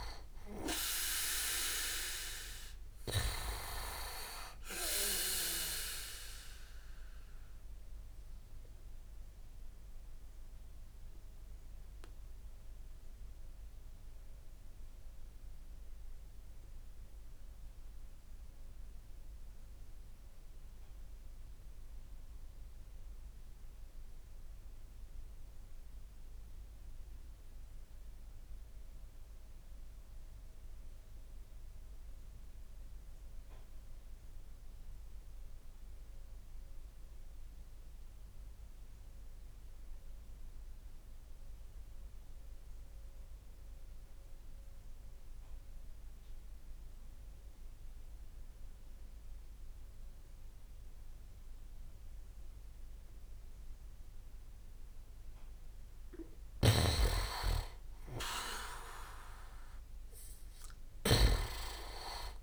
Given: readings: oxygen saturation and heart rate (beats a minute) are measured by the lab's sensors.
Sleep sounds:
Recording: breathing in sleep by a room microphone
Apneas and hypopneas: 1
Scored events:
0.00-14.50 s: oxygen desaturation (device-marked, oxygen 93% lowest, heart rate 53 extreme)
8.50-52.50 s: obstructive apnea (oxygen 98% before, 89% lowest, heart rate 64 before, 53 extreme, up 14 after)
16.50-36.50 s: oxygen desaturation (device-marked, oxygen 94% before, 89% lowest, heart rate 64 before, 53 extreme)
53.50-62.43 s: oxygen desaturation (device-marked, oxygen 99% before, 93% lowest, heart rate 56 before, 52 extreme)
56.00-62.43 s: snoring (device-marked)
56.50-61.00 s: arousal
From the record:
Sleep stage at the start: N2 (light sleep)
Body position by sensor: on the back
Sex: male

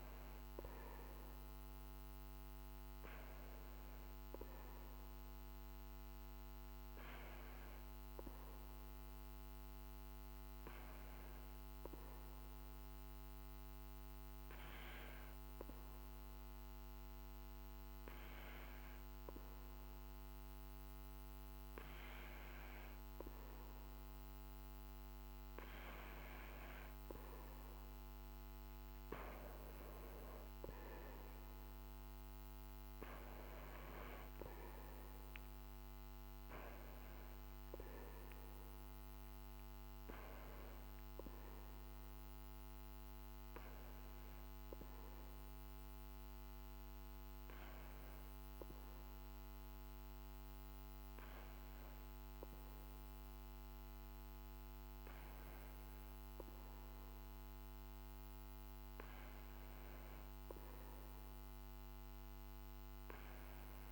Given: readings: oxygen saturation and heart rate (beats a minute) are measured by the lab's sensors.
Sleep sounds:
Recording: breathing in sleep by a microphone on the trachea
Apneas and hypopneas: none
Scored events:
none scored
From the record:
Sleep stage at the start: N2 (light sleep)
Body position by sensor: on the back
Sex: male

